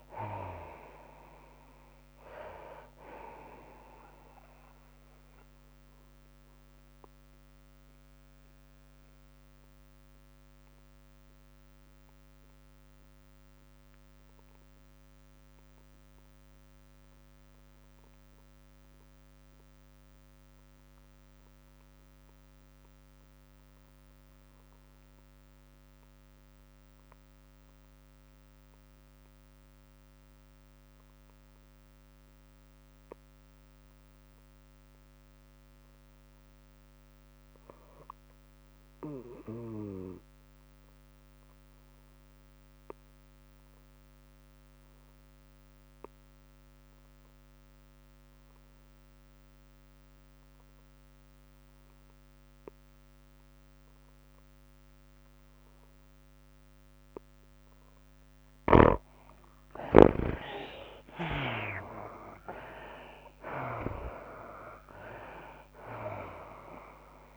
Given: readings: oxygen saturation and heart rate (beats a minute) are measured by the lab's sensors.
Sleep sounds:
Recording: breathing in sleep by a microphone on the trachea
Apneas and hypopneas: 1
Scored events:
0.00-11.00 s: drop in pulse transit time (device-marked, heart rate 87 extreme)
0.00-16.00 s: oxygen desaturation (device-marked, oxygen 69% lowest, heart rate 64 extreme)
0.00-18.00 s: tachycardia (device-marked, heart rate 111 extreme)
6.50-58.50 s: obstructive apnea (oxygen 85% before, 58% lowest, heart rate 86 before, 80 extreme, up 19 after)
25.00-67.37 s: oxygen desaturation (device-marked, oxygen 99% before, 58% lowest, heart rate 105 before, 80 extreme)
32.00-67.37 s: new sleep stage, REM sleep
45.00-51.00 s: drop in pulse transit time (device-marked, heart rate 89 before, 84 extreme)
60.00-67.37 s: tachycardia (device-marked, heart rate 97 before, 116 extreme)
62.50-66.50 s: arousal
64.00-67.37 s: drop in pulse transit time (device-marked, heart rate 93 before, 105 extreme)
From the record:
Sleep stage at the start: N2 (light sleep)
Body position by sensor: on the right side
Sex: female

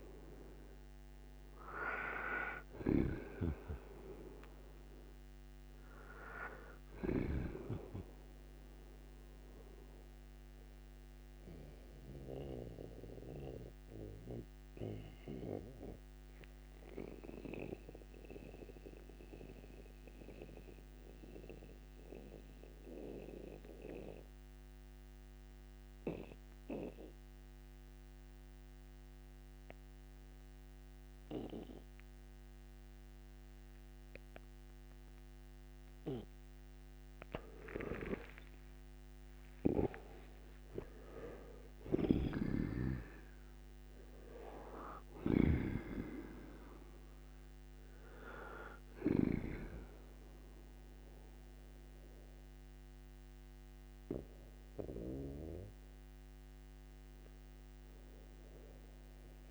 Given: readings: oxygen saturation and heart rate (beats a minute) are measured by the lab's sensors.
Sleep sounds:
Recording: breathing in sleep by a microphone on the trachea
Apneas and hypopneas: 1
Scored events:
0.00-7.00 s: snoring (device-marked)
2.50-26.50 s: oxygen desaturation (device-marked, oxygen 97% before, 86% lowest, heart rate 85 before, 62 extreme)
9.50-35.00 s: mixed apnea (oxygen 98% before, 86% lowest, heart rate 83 before, 62 extreme, up 35 after)
38.00-43.00 s: arousal
41.50-49.00 s: snoring (device-marked)
41.50-59.50 s: oxygen desaturation (device-marked, oxygen 98% before, 86% lowest, heart rate 69 before, 59 extreme)
From the record:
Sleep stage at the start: N2 (light sleep)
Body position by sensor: on the right side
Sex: male

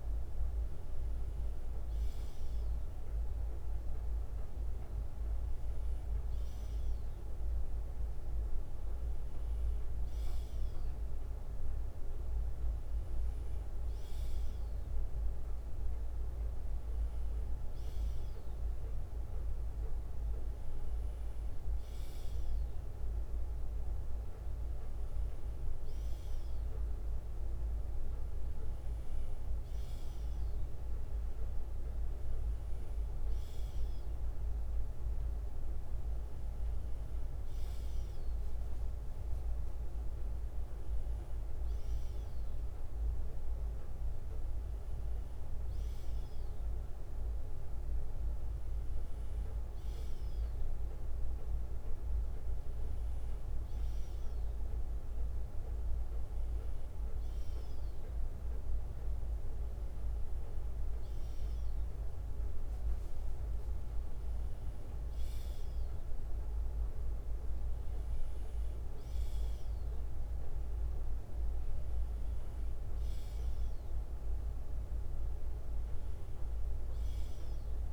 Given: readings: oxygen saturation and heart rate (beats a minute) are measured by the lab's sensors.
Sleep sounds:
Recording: breathing in sleep, hard to hear, by a room microphone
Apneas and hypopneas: none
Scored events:
0.00-6.50 s: bradycardia (device-marked, heart rate 57 extreme)
24.50-30.50 s: bradycardia (device-marked, heart rate 61 before, 59 extreme)
33.50-37.50 s: bradycardia (device-marked, heart rate 61 before, 59 extreme)
68.50-77.93 s: bradycardia (device-marked, heart rate 61 before, 57 extreme)
From the record:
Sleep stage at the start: N2 (light sleep)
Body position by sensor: on the left side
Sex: male

